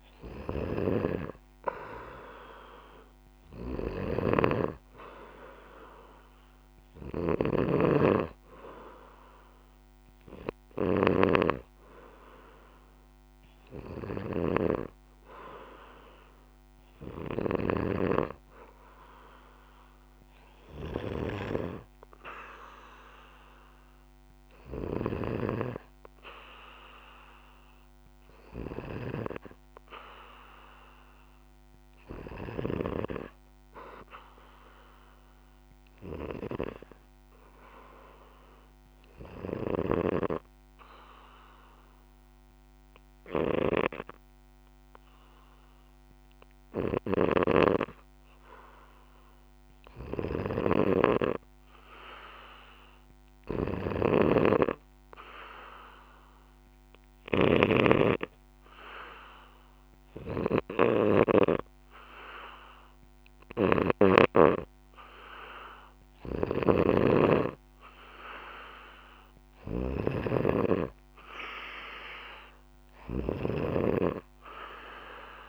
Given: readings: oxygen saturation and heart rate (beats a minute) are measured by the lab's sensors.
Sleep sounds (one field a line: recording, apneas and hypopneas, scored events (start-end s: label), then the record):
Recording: breathing in sleep by a microphone on the trachea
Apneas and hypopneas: 1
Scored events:
0.00-17.50 s: snoring (device-marked)
38.50-49.00 s: obstructive apnea (oxygen 96% before, 93% lowest, heart rate 62 before, 61 extreme, up 1 after)
39.50-64.00 s: snoring (device-marked)
51.00-54.50 s: arousal
58.00-74.00 s: oxygen desaturation (device-marked, oxygen 96% before, 93% lowest, heart rate 62 before, 59 extreme)
66.00-75.49 s: snoring (device-marked)
From the record:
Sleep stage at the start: N2 (light sleep)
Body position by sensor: on the back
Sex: male